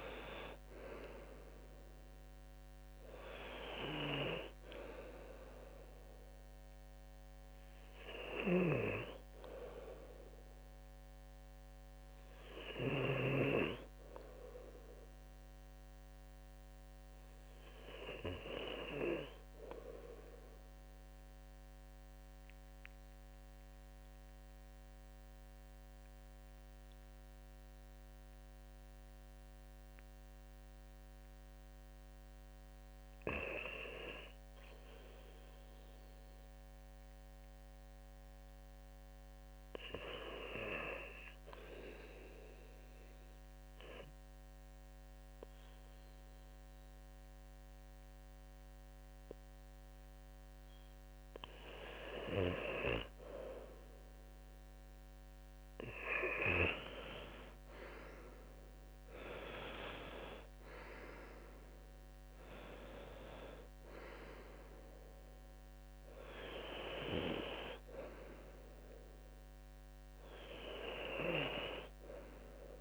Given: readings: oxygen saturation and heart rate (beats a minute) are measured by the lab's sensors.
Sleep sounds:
breathing in sleep by a microphone on the trachea; 1
15.00-28.00 s: oxygen desaturation (device-marked, oxygen 96% before, 87% lowest, heart rate 72 before, 67 extreme)
17.50-54.50 s: hypopnea (oxygen 96% before, 87% lowest, heart rate 72 before, 64 extreme, up 21 after)
54.00-72.81 s: oxygen desaturation (device-marked, oxygen 97% before, 89% lowest, heart rate 70 before, 66 extreme)
56.50-60.50 s: arousal
From the record:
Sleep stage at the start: REM sleep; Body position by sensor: on the left side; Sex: male

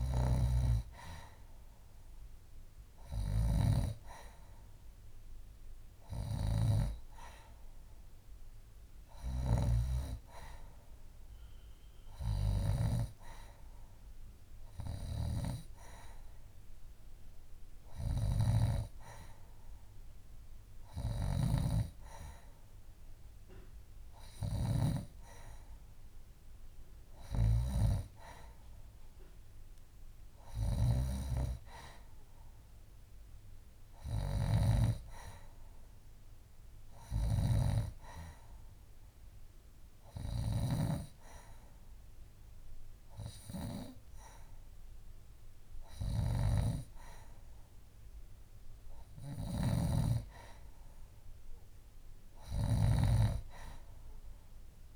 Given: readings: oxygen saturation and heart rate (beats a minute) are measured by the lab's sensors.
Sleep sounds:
breathing in sleep by a room microphone; none
none scored
From the record:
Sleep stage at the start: N2 (light sleep); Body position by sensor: on the left side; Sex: female

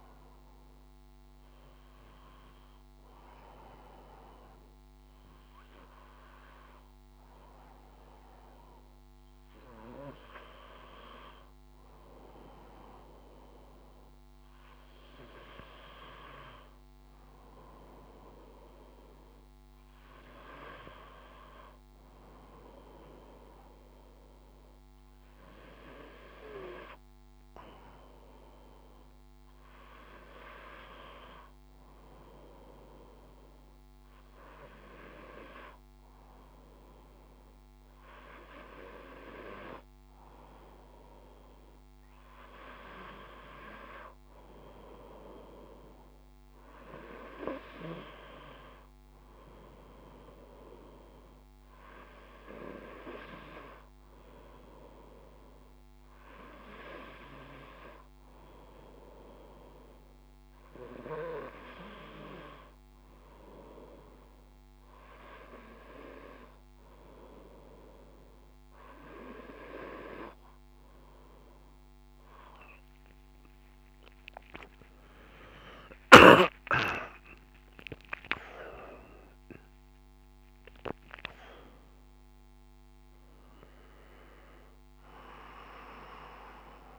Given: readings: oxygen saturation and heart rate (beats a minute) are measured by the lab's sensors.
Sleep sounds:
breathing in sleep by a microphone on the trachea; none
72.00-77.00 s: arousal
84.50-86.99 s: new sleep stage, N1 (lightest sleep)
From the record:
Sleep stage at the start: N2 (light sleep); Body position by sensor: on the front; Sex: male

